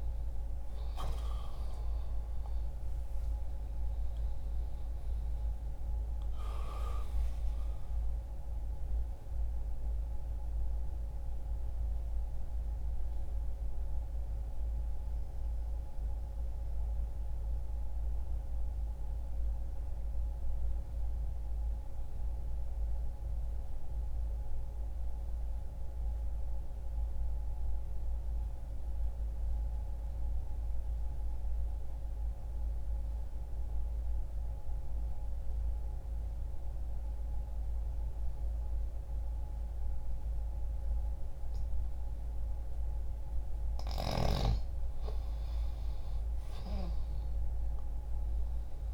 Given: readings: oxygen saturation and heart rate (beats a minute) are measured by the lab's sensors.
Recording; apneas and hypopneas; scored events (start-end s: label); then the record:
breathing in sleep, hard to hear, by a room microphone; 1
0.00-1.00 s: arousal
0.00-10.00 s: oxygen desaturation (device-marked, oxygen 91% lowest, heart rate 60 extreme)
14.00-43.00 s: mixed apnea (oxygen 96% before, 82% lowest, heart rate 60 before, 60 extreme, up 0 after)
42.00-48.94 s: oxygen desaturation (device-marked, oxygen 97% before, 82% lowest, heart rate 60 before, 60 extreme)
46.00-48.94 s: arousal
From the record:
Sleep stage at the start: N2 (light sleep); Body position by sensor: on the back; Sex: male